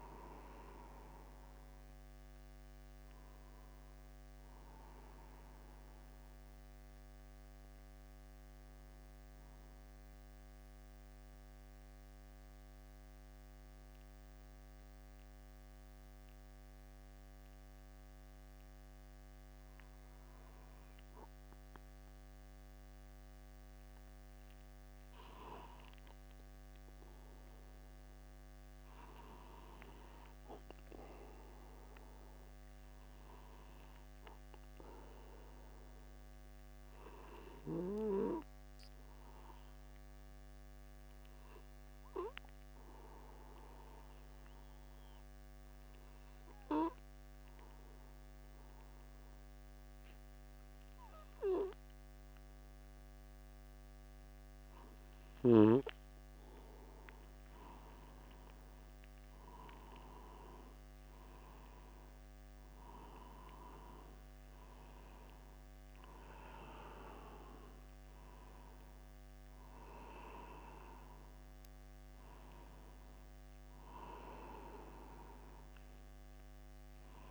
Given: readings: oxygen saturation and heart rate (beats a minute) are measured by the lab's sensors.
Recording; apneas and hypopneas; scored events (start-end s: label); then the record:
breathing in sleep by a microphone on the trachea; 2
7.00-20.00 s: hypopnea (oxygen 95% before, 94% lowest, heart rate 52 before, 50 extreme, up 0 after)
25.00-29.00 s: arousal
36.50-56.00 s: obstructive apnea (oxygen 97% before, 93% lowest, heart rate 51 before, 49 extreme, up 1 after)
59.50-64.00 s: arousal
From the record:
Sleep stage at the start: N2 (light sleep); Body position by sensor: upright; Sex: male